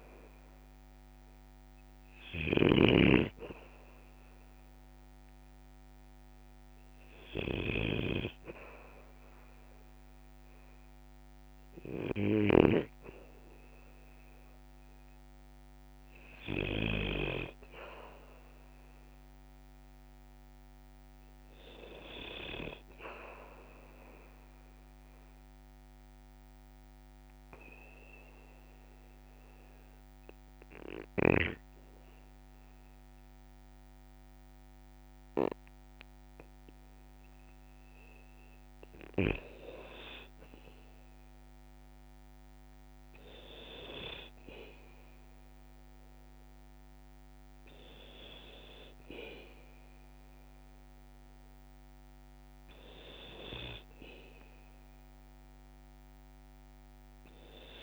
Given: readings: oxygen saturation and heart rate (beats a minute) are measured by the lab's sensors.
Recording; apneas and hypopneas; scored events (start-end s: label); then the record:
breathing in sleep by a microphone on the trachea; 1
0.00-12.50 s: snoring (device-marked)
25.00-39.00 s: obstructive apnea (oxygen 97% before, 96% lowest, heart rate 57 before, 53 extreme, up 3 after)
41.00-44.50 s: arousal
From the record:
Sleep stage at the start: N2 (light sleep); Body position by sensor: on the back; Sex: male